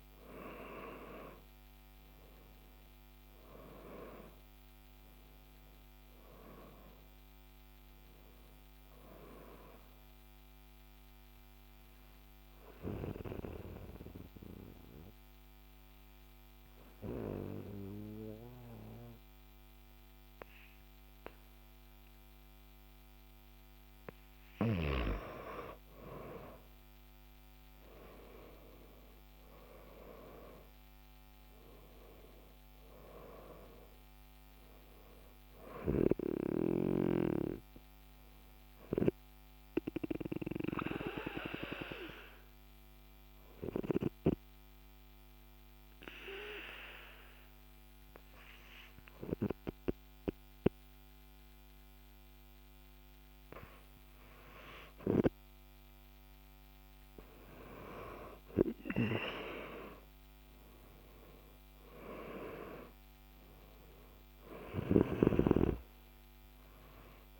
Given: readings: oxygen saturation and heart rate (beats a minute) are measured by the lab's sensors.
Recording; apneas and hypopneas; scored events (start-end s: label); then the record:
breathing in sleep by a microphone on the trachea; 2
0.00-4.50 s: arousal
1.00-4.00 s: oxygen desaturation (device-marked, oxygen 98% before, 95% lowest, heart rate 53 before, 49 extreme)
10.50-25.00 s: obstructive apnea (oxygen 98% before, 95% lowest, heart rate 57 before, 48 extreme, up 16 after)
26.00-31.50 s: arousal
28.00-34.00 s: oxygen desaturation (device-marked, oxygen 98% before, 95% lowest, heart rate 52 before, 48 extreme)
39.50-54.00 s: obstructive apnea (oxygen 98% before, 95% lowest, heart rate 57 before, 47 extreme, up 11 after)
56.50-60.50 s: arousal
From the record:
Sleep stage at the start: N2 (light sleep); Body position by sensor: on the back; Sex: male